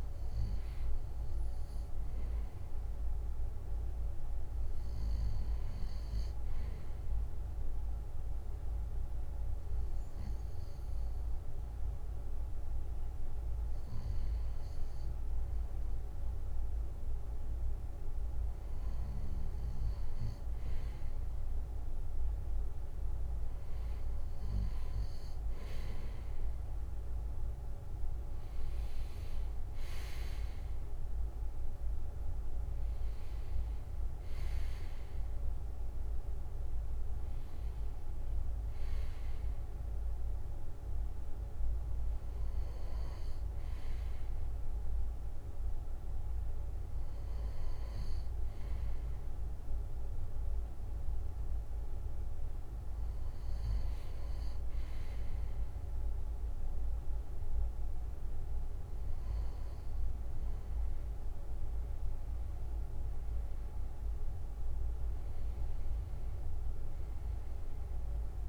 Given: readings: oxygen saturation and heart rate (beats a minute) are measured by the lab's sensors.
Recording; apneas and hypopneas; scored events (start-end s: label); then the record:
breathing in sleep, hard to hear, by a room microphone; none
61.50-66.00 s: arousal
65.50-68.49 s: drop in pulse transit time (device-marked, heart rate 61 before, 64 extreme)
From the record:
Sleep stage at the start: N2 (light sleep); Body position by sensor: on the back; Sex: male